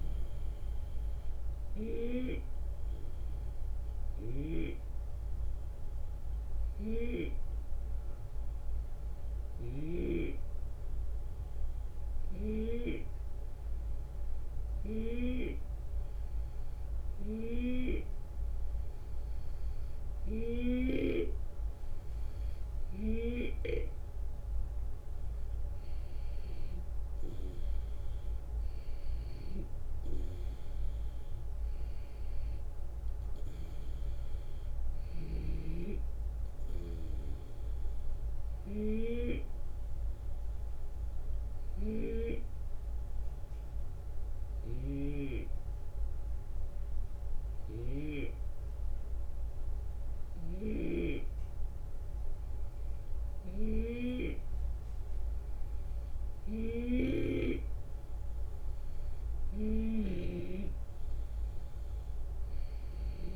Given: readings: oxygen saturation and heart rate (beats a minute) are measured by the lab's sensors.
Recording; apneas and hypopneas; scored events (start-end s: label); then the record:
breathing in sleep by a room microphone; 2
0.00-4.00 s: drop in pulse transit time (device-marked, heart rate 80 extreme)
1.50-19.00 s: hypopnea (oxygen 94% before, 90% lowest, heart rate 78 before, 74 extreme, up 2 after)
6.50-10.00 s: snoring (device-marked)
23.00-26.00 s: arousal
39.50-55.50 s: hypopnea (oxygen 94% before, 91% lowest, heart rate 75 before, 72 extreme, up 5 after)
44.50-48.00 s: snoring (device-marked)
50.00-60.00 s: snoring (device-marked)
60.50-63.36 s: arousal
From the record:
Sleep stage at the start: N2 (light sleep); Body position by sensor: on the left side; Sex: male